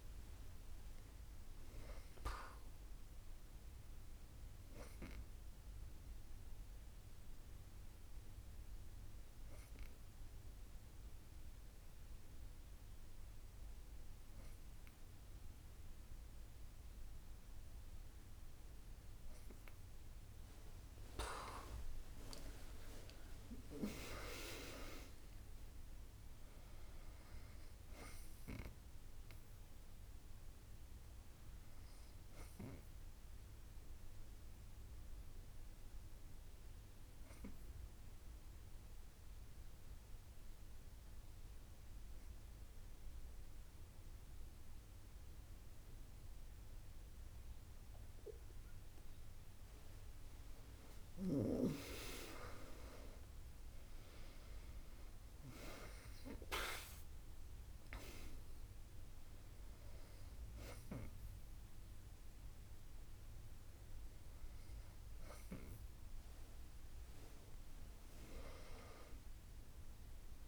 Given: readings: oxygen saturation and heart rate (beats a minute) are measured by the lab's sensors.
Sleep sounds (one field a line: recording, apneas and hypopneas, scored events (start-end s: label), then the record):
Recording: breathing in sleep by a room microphone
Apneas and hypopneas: 2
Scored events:
7.00-18.00 s: hypopnea (oxygen 98% before, 97% lowest, heart rate 67 before, 59 extreme, up 10 after)
22.00-26.00 s: arousal
37.00-50.50 s: obstructive apnea (oxygen 98% before, 97% lowest, heart rate 66 before, 61 extreme, up 39 after)
53.00-57.00 s: arousal
From the record:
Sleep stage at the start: N2 (light sleep)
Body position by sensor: on the back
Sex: female